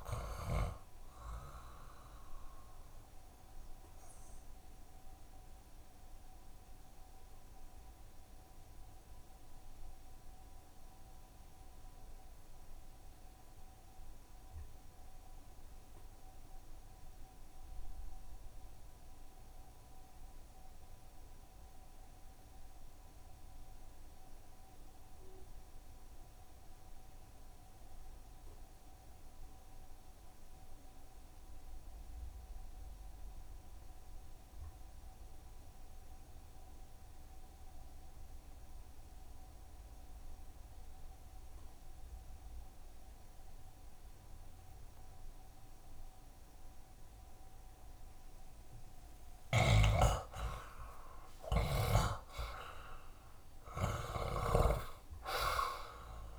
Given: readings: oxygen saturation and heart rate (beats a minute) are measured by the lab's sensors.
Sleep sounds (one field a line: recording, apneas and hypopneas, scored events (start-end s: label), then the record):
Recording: breathing in sleep by a room microphone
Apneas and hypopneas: 1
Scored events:
0.00-20.50 s: oxygen desaturation (device-marked, oxygen 75% lowest, heart rate 65 extreme)
4.00-48.50 s: obstructive apnea (oxygen 92% before, 72% lowest, heart rate 72 before, 65 extreme, up 19 after)
28.50-56.39 s: oxygen desaturation (device-marked, oxygen 93% before, 72% lowest, heart rate 66 before, 65 extreme)
31.00-33.00 s: long interval between heartbeats (device-marked, heart rate 66 before, 78 extreme)
33.50-35.50 s: long interval between heartbeats (device-marked, heart rate 68 before, 98 extreme)
37.00-39.00 s: long interval between heartbeats (device-marked, heart rate 73 before, 99 extreme)
41.50-47.50 s: tachycardia (device-marked, heart rate 73 before, 120 extreme)
42.00-44.00 s: long interval between heartbeats (device-marked, heart rate 81 before, 93 extreme)
44.50-46.50 s: long interval between heartbeats (device-marked, heart rate 86 before, 104 extreme)
47.00-49.00 s: long interval between heartbeats (device-marked, heart rate 89 before, 117 extreme)
50.50-54.50 s: arousal
From the record:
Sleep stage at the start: N2 (light sleep)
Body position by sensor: on the back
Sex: male